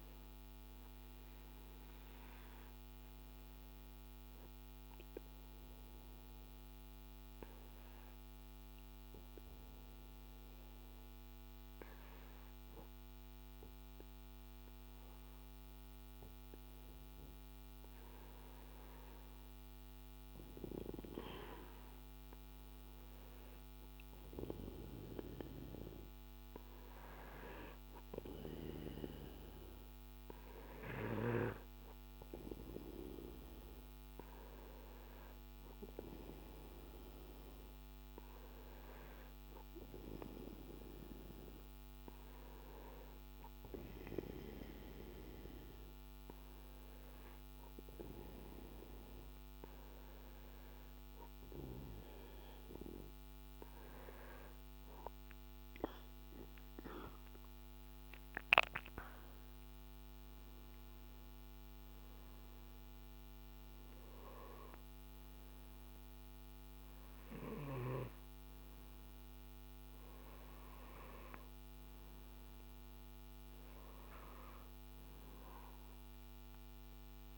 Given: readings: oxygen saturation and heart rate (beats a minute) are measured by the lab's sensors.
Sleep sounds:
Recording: breathing in sleep by a microphone on the trachea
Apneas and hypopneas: 1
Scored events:
0.00-2.00 s: arousal
0.00-9.50 s: oxygen desaturation (device-marked, oxygen 93% lowest, heart rate 54 extreme)
5.00-18.50 s: obstructive apnea (oxygen 98% before, 93% lowest, heart rate 57 before, 55 extreme, up 4 after)
20.00-24.00 s: arousal
From the record:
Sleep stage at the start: N2 (light sleep)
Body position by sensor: on the back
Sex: male

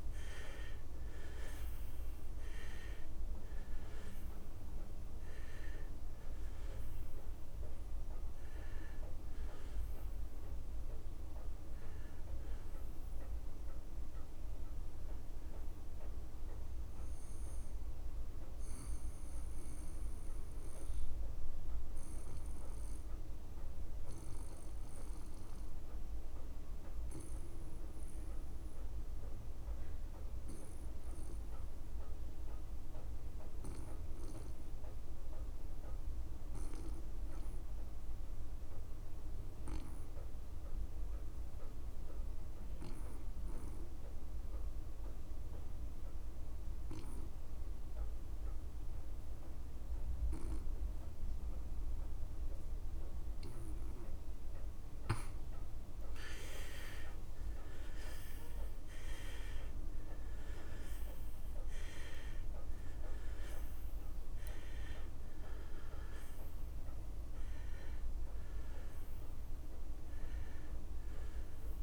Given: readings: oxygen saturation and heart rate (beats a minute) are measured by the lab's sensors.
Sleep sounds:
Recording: breathing in sleep by a room microphone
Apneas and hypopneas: 1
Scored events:
0.00-1.00 s: arousal
0.00-30.50 s: oxygen desaturation (device-marked, oxygen 80% lowest)
16.50-54.50 s: obstructive apnea (oxygen 95% before, 79% lowest)
45.50-71.82 s: oxygen desaturation (device-marked, oxygen 99% before, 79% lowest)
57.00-61.00 s: arousal
From the record:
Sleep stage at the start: N2 (light sleep)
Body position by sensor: on the back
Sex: male

